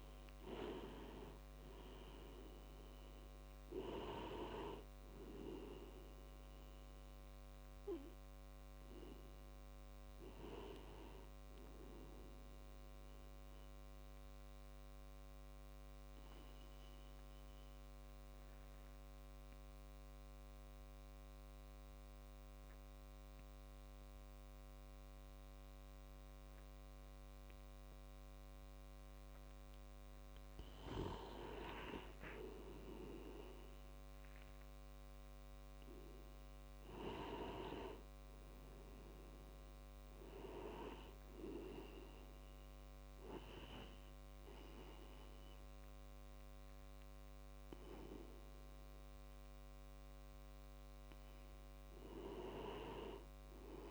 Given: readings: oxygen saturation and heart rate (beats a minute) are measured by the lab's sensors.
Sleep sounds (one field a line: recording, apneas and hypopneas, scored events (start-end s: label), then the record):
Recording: breathing in sleep by a microphone on the trachea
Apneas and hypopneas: 1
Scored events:
5.00-25.00 s: oxygen desaturation (device-marked, oxygen 97% before, 90% lowest, heart rate 64 before, 52 extreme)
13.50-28.50 s: obstructive apnea (oxygen 97% before, 90% lowest, heart rate 64 before, 51 extreme, up 16 after)
30.50-34.50 s: arousal
37.00-53.90 s: oxygen desaturation (device-marked, oxygen 98% before, 92% lowest, heart rate 58 before, 51 extreme)
From the record:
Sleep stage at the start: N2 (light sleep)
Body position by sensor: on the back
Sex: male